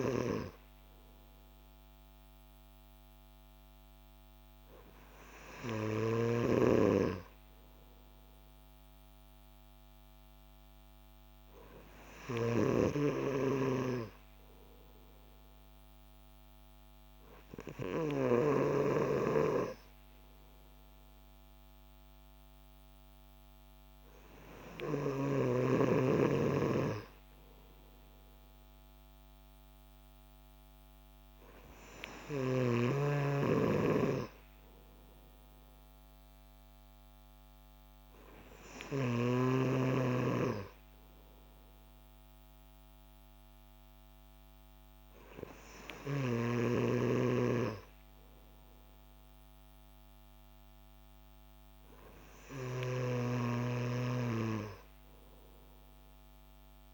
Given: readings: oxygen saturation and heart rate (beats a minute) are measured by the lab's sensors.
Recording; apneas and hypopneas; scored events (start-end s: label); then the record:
breathing in sleep by a microphone on the trachea; none
none scored
From the record:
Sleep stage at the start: N3 (deep sleep); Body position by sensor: on the back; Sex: male